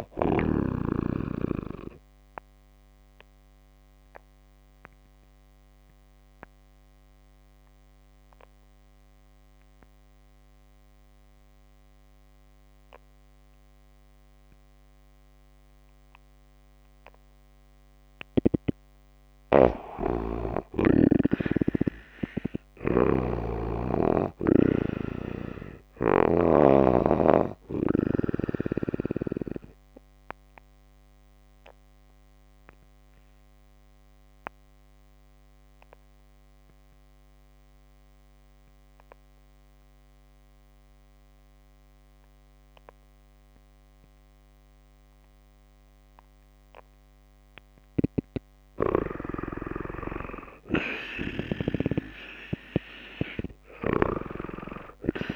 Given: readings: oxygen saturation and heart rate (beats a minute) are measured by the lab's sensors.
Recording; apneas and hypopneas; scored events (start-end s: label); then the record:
breathing in sleep by a microphone on the trachea; 2
1.50-16.00 s: obstructive apnea (oxygen 92% before, 87% lowest)
4.00-20.00 s: oxygen desaturation (device-marked, oxygen 92% before, 87% lowest)
22.50-26.00 s: snoring (device-marked)
23.50-26.50 s: arousal
28.50-47.00 s: obstructive apnea (oxygen 94% before, 88% lowest)
32.00-52.00 s: oxygen desaturation (device-marked, oxygen 94% before, 88% lowest)
47.00-55.36 s: snoring (device-marked)
51.00-55.36 s: arousal
From the record:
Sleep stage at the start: N2 (light sleep); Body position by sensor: on the back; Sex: female